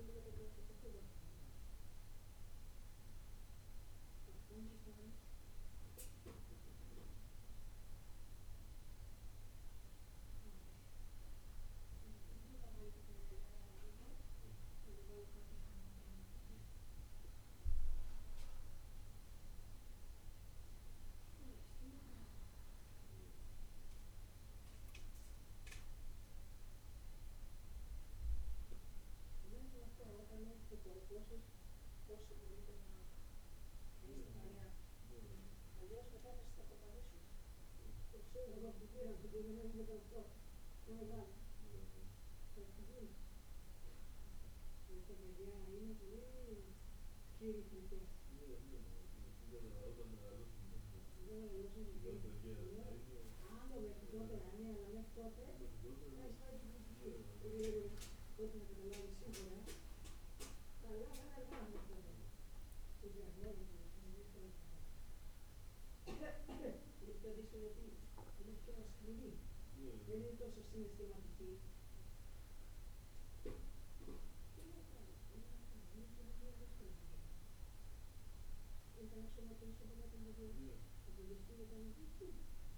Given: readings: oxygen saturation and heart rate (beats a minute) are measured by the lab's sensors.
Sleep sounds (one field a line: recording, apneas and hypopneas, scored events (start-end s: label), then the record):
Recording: breathing in sleep by a room microphone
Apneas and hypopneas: none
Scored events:
none scored
From the record:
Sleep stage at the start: N1 (lightest sleep)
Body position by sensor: on the back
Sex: male